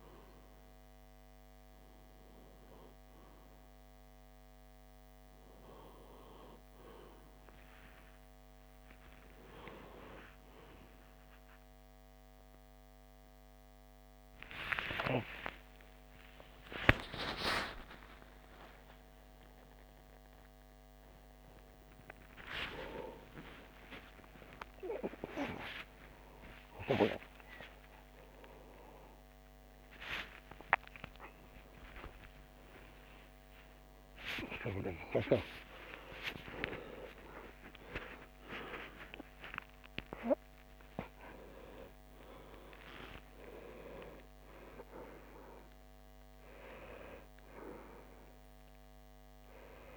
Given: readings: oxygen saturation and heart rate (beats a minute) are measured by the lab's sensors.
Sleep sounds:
a person awake in a sleep study, by a microphone on the trachea; none
30.00-49.97 s: new sleep stage, N1 (lightest sleep)
From the record:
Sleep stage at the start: awake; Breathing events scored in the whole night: 339 in 6.8 hours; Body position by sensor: on the back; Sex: male

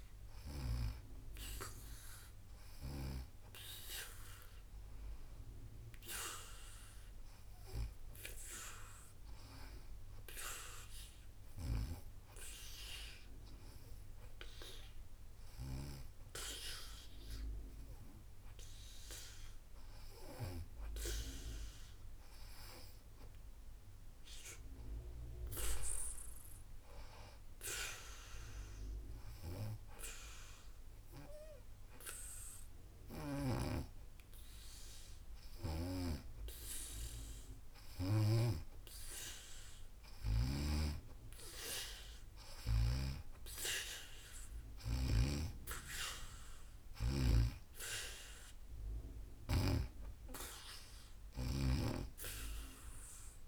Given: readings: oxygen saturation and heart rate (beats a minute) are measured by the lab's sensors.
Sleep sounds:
breathing in sleep by a room microphone; 2
0.00-3.00 s: oxygen desaturation (device-marked, oxygen 94% lowest, heart rate 88 extreme)
6.00-18.00 s: hypopnea (oxygen 98% before, 89% lowest, heart rate 89 before, 87 extreme, up 2 after)
19.00-22.00 s: arousal
27.00-37.00 s: obstructive apnea (oxygen 95% before, 84% lowest, heart rate 89 before, 87 extreme, up 1 after)
38.00-43.00 s: snoring (device-marked)
40.00-43.00 s: arousal
42.00-53.48 s: oxygen desaturation (device-marked, oxygen 94% before, 89% lowest, heart rate 89 before, 86 extreme)
From the record:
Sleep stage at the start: N2 (light sleep); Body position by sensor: on the back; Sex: female

